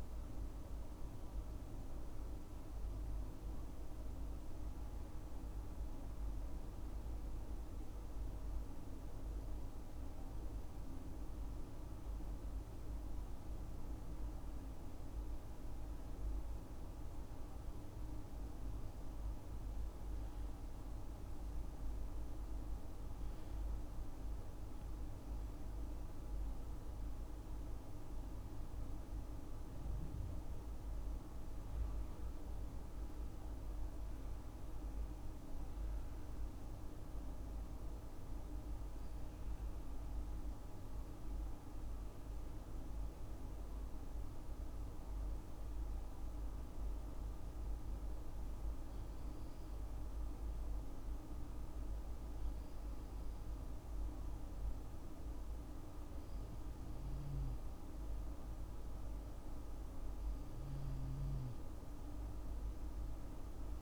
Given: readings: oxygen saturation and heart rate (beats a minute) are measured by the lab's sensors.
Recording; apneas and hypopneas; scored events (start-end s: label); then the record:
breathing in sleep, hard to hear, by a room microphone; 1
30.50-47.50 s: hypopnea (oxygen 97% before, 95% lowest, heart rate 71 before, 64 extreme, up 4 after)
50.00-52.50 s: arousal
From the record:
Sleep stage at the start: N2 (light sleep); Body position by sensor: on the left side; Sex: male